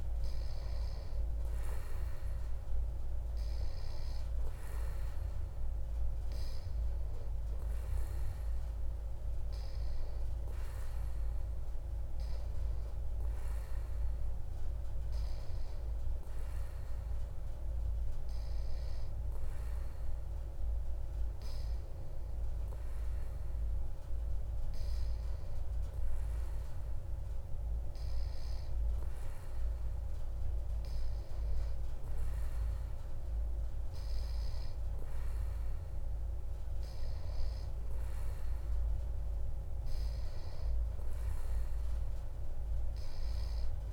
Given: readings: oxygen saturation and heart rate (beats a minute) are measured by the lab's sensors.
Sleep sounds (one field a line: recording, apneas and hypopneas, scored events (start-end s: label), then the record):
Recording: breathing in sleep, hard to hear, by a room microphone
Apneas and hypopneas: none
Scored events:
none scored
From the record:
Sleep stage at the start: N3 (deep sleep)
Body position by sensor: on the back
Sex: male